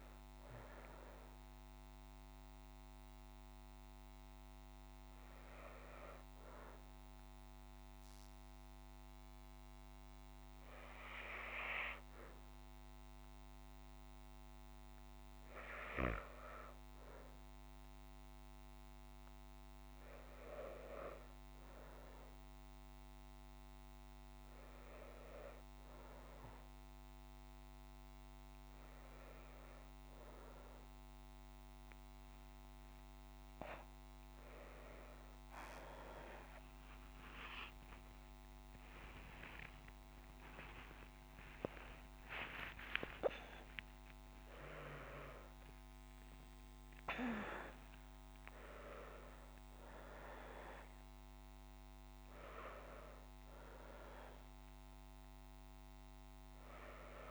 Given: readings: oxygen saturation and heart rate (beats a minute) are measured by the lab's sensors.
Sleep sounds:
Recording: breathing in sleep by a microphone on the trachea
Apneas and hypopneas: 1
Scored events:
6.50-19.00 s: hypopnea (oxygen 98% before, 95% lowest, heart rate 65 before, 57 extreme, up 5 after)
20.50-25.00 s: arousal
37.00-42.00 s: arousal
From the record:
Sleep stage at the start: N1 (lightest sleep)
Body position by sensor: on the back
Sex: female

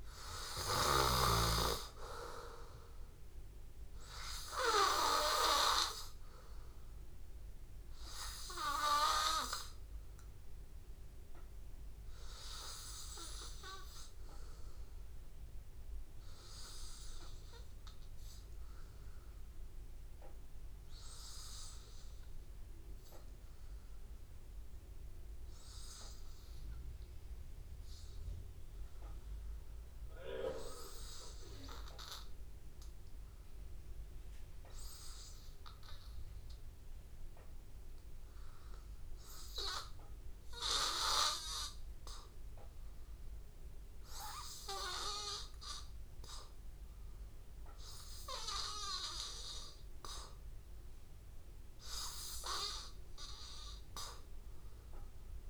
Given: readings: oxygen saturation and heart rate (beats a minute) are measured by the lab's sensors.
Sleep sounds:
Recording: breathing in sleep by a room microphone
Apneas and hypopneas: 1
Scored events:
0.00-14.50 s: oxygen desaturation (device-marked, oxygen 90% lowest, heart rate 82 extreme)
11.50-37.00 s: hypopnea (oxygen 96% before, 91% lowest, heart rate 85 before, 81 extreme, up 1 after)
40.50-44.00 s: arousal
51.50-55.50 s: oxygen desaturation (device-marked, oxygen 96% before, 92% lowest, heart rate 83 before, 82 extreme)
From the record:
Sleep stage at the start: N2 (light sleep)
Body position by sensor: on the back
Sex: male

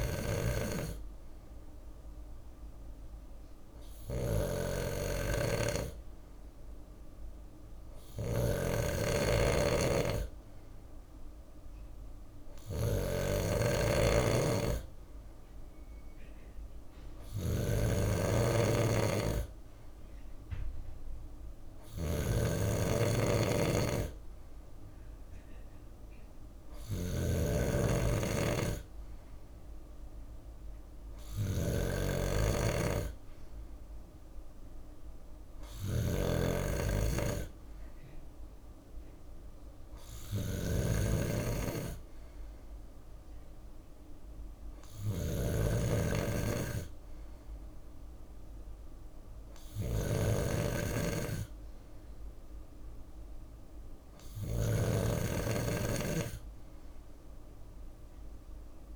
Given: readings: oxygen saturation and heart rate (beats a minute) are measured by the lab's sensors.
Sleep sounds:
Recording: breathing in sleep by a room microphone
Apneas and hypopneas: none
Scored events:
0.00-58.96 s: snoring (device-marked)
From the record:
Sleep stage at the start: N2 (light sleep)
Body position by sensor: on the left side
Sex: male

